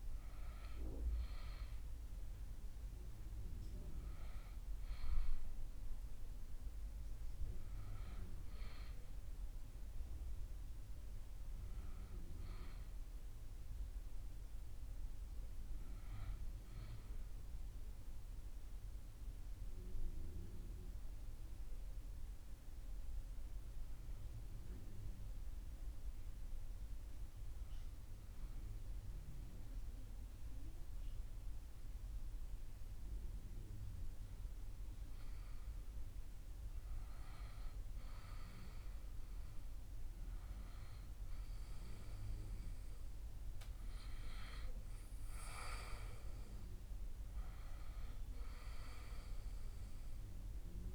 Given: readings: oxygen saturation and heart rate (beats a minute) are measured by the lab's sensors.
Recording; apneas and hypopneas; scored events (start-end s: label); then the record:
breathing in sleep by a room microphone; 1
16.50-34.50 s: hypopnea (oxygen 97% before, 95% lowest)
35.50-39.00 s: arousal
From the record:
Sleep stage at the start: REM sleep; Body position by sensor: on the back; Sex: male